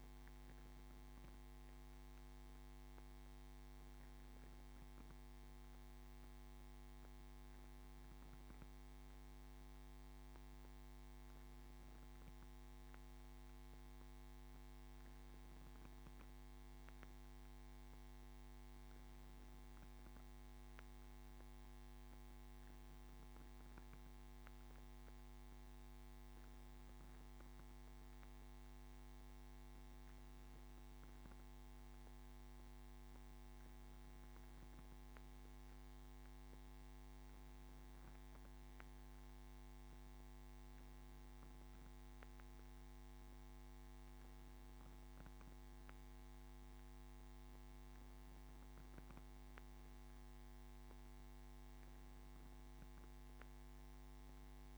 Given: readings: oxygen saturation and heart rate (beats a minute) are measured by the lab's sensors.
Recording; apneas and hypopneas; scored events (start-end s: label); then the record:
breathing in sleep, hard to hear, by a microphone on the trachea; none
none scored
From the record:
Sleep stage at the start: N1 (lightest sleep); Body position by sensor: on the back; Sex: male